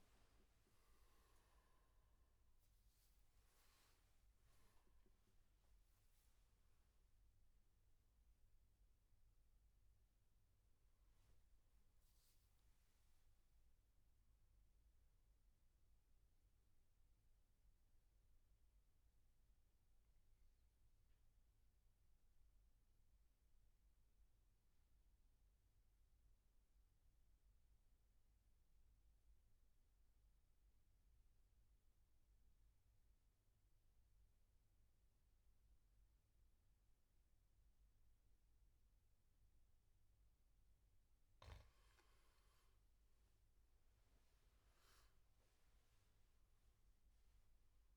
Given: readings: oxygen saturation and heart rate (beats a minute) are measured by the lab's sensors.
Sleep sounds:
breathing in sleep, hard to hear, by a room microphone; 1
0.00-17.50 s: oxygen desaturation (device-marked, oxygen 88% lowest, heart rate 67 extreme)
15.50-40.00 s: mixed apnea (oxygen 95% before, 91% lowest, heart rate 86 before, 68 extreme, up 12 after)
38.50-47.97 s: oxygen desaturation (device-marked, oxygen 99% before, 91% lowest, heart rate 74 before, 68 extreme)
42.00-47.00 s: arousal
From the record:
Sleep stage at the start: N2 (light sleep); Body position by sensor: on the back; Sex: male

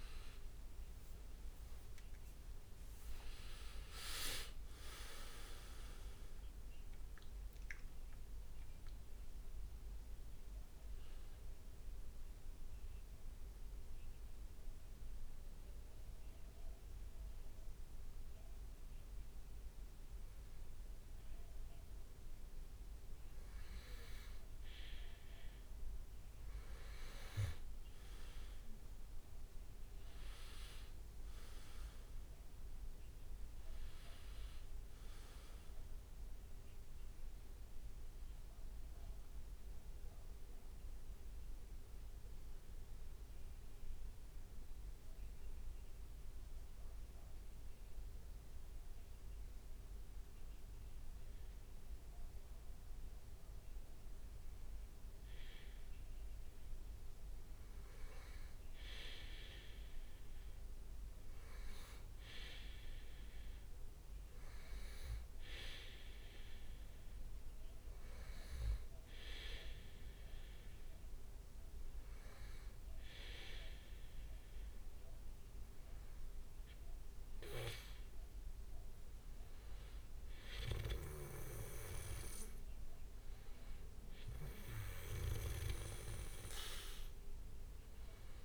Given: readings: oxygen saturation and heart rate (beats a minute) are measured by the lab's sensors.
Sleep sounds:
breathing in sleep by a room microphone; 2
0.00-2.50 s: arousal
2.50-5.50 s: leg movement (device-marked)
11.50-22.50 s: mixed apnea (oxygen 97% before, 94% lowest, heart rate 71 before, 57 extreme, up 5 after)
27.00-31.00 s: arousal
30.50-43.50 s: oxygen desaturation (device-marked, oxygen 98% before, 94% lowest, heart rate 61 before, 56 extreme)
32.50-34.50 s: leg movement (device-marked)
43.00-56.00 s: hypopnea (oxygen 98% before, 96% lowest, heart rate 61 before, 57 extreme, up 5 after)
60.50-64.50 s: arousal
From the record:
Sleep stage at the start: N2 (light sleep); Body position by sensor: on the back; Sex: male

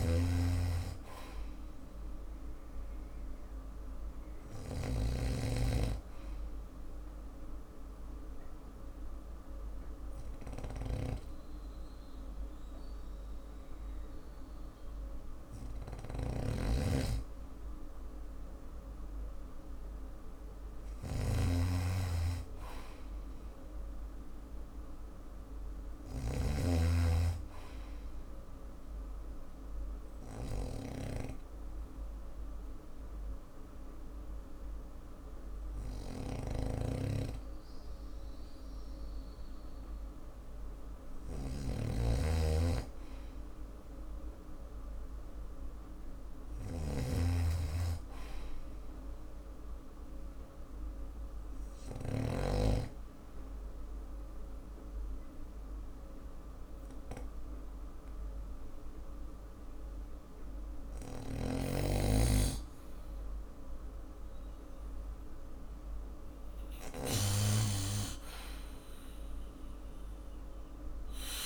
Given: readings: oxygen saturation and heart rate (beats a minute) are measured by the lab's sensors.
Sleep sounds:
breathing in sleep by a room microphone; 3
0.00-2.00 s: oxygen desaturation (device-marked, oxygen 93% lowest, heart rate 53 extreme)
0.00-52.00 s: snoring (device-marked)
0.50-4.00 s: arousal
6.00-17.50 s: obstructive apnea (oxygen 97% before, 92% lowest, heart rate 57 before, 53 extreme, up 3 after)
20.00-30.00 s: oxygen desaturation (device-marked, oxygen 95% before, 92% lowest, heart rate 57 before, 55 extreme)
21.00-25.50 s: arousal
29.00-40.50 s: obstructive apnea (oxygen 96% before, 91% lowest, heart rate 55 before, 55 extreme, up 1 after)
42.50-46.00 s: arousal
49.50-65.50 s: hypopnea (oxygen 96% before, 91% lowest, heart rate 56 before, 51 extreme, up 7 after)
61.00-71.46 s: snoring (device-marked)
67.00-71.46 s: arousal
From the record:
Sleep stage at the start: N2 (light sleep); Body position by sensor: on the back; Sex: male

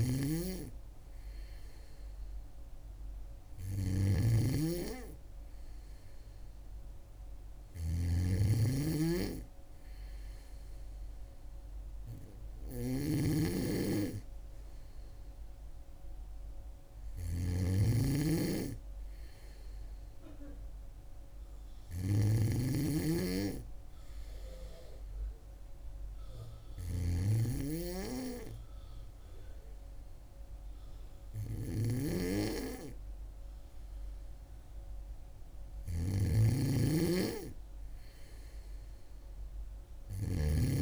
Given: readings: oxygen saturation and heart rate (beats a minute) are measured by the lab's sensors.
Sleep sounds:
breathing in sleep by a room microphone; none
0.00-40.82 s: snoring (device-marked)
From the record:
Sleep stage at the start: N2 (light sleep); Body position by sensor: on the back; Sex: female

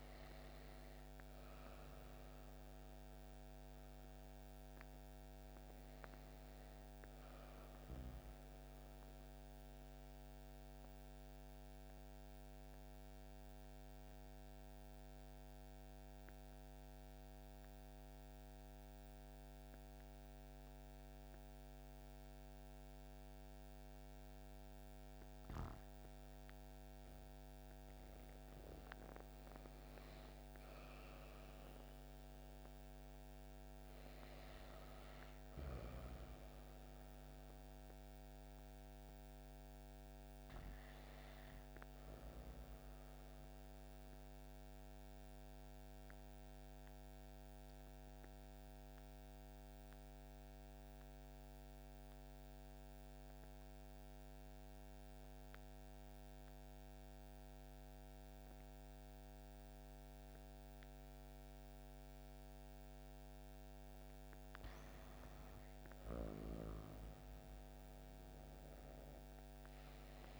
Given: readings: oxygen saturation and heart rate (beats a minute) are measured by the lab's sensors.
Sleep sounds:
breathing in sleep, hard to hear, by a microphone on the trachea; 2
0.00-7.50 s: oxygen desaturation (device-marked, oxygen 86% lowest)
10.50-27.50 s: obstructive apnea (oxygen 96% before, 85% lowest)
29.50-33.00 s: arousal
36.50-62.50 s: oxygen desaturation (device-marked, oxygen 96% before, 88% lowest)
44.50-63.00 s: obstructive apnea (oxygen 96% before, 85% lowest)
65.50-69.50 s: arousal
68.50-70.40 s: oxygen desaturation (device-marked, oxygen 95% before, 85% lowest)
From the record:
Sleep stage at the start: REM sleep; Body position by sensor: on the back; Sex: female

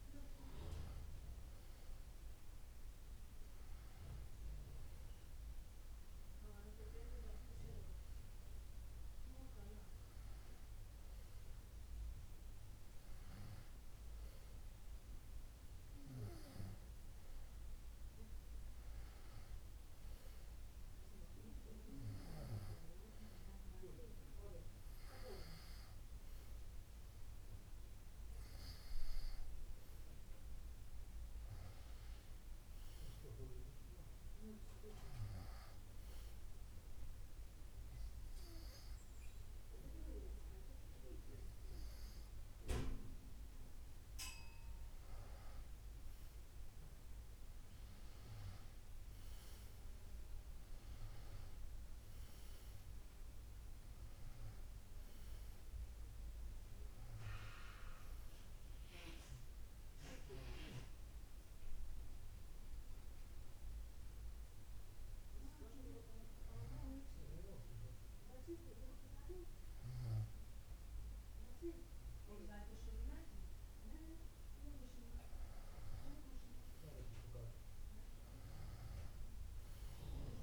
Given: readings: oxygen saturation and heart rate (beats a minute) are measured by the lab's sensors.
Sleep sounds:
a person partly awake in a sleep study, by a room microphone; none
32.00-80.43 s: new sleep stage, N2 (light sleep)
From the record:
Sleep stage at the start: awake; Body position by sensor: on the back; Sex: female

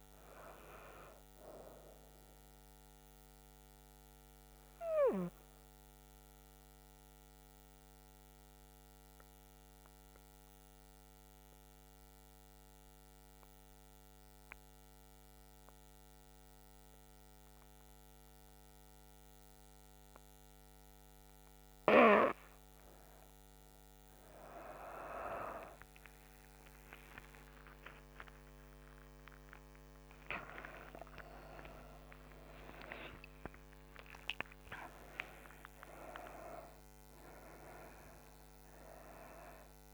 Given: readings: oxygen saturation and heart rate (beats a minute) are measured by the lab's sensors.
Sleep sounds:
breathing in sleep by a microphone on the trachea; 1
5.50-21.50 s: mixed apnea (oxygen 98% before, 91% lowest, heart rate 83 before, 71 extreme, up 38 after)
19.50-39.94 s: oxygen desaturation (device-marked, oxygen 98% before, 91% lowest, heart rate 76 before, 75 extreme)
24.50-39.94 s: new sleep stage, N1 (lightest sleep)
26.50-32.50 s: arousal
From the record:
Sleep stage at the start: N2 (light sleep); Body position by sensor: on the back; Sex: female

